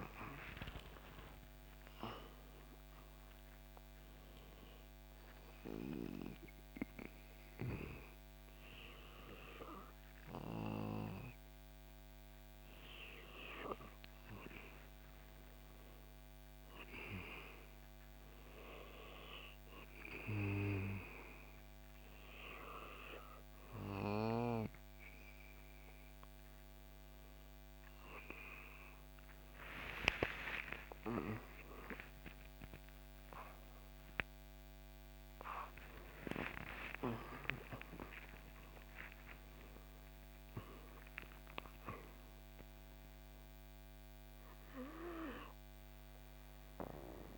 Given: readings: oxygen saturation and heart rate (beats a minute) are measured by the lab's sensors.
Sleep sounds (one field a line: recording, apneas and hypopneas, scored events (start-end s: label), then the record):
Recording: a person partly awake in a sleep study, by a microphone on the trachea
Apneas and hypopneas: none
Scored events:
5.00-47.38 s: new sleep stage, N2 (light sleep)
29.50-36.00 s: arousal
From the record:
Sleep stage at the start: awake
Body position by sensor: on the back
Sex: male